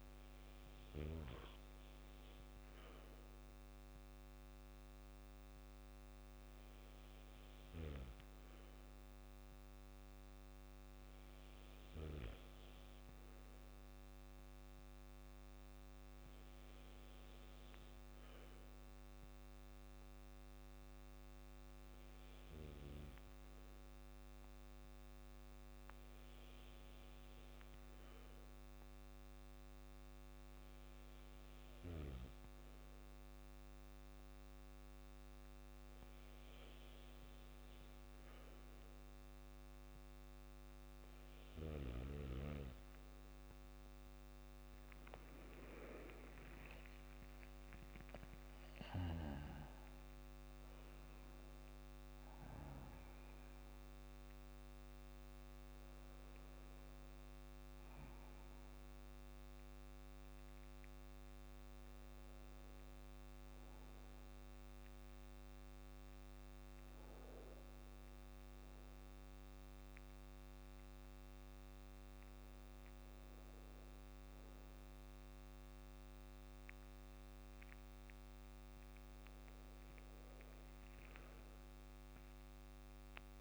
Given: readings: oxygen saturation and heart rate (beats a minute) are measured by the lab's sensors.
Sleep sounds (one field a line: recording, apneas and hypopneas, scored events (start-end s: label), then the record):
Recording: breathing in sleep by a microphone on the trachea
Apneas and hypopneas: 1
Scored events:
3.50-83.41 s: new sleep stage, REM sleep
18.50-38.00 s: hypopnea (oxygen 97% before, 91% lowest, heart rate 55 before, 54 extreme, up 7 after)
46.50-51.50 s: arousal
47.50-49.50 s: long interval between heartbeats (device-marked, heart rate 57 before, 76 extreme)
From the record:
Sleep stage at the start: N2 (light sleep)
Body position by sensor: on the back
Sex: male